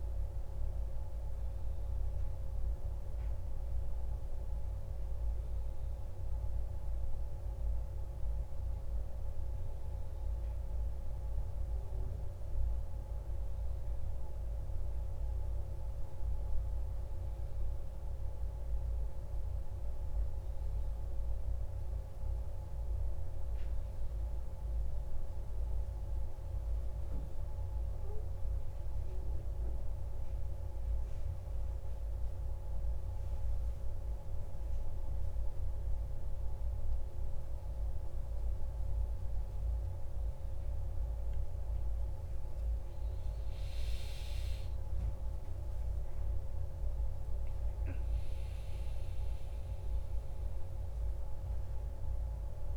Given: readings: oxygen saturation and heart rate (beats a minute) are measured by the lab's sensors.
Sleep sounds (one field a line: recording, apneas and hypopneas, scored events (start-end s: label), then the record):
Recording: breathing in sleep, hard to hear, by a room microphone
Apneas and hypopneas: none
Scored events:
45.50-49.50 s: arousal
From the record:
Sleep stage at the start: N1 (lightest sleep)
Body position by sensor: on the back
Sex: male